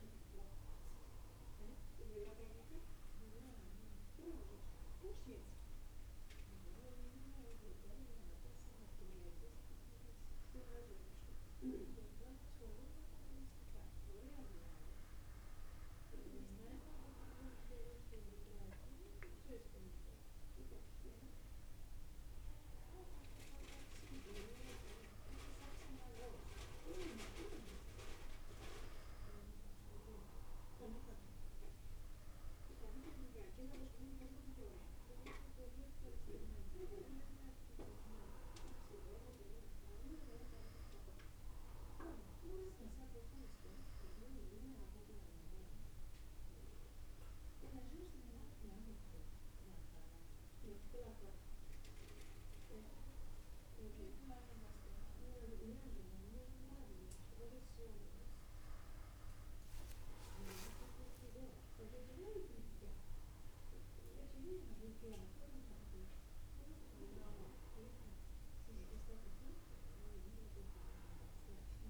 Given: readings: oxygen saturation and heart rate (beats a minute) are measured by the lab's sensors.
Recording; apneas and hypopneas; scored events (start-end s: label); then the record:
breathing in sleep by a room microphone; none
17.50-21.00 s: arousal
68.50-71.90 s: arousal
From the record:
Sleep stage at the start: N2 (light sleep); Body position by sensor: on the back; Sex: male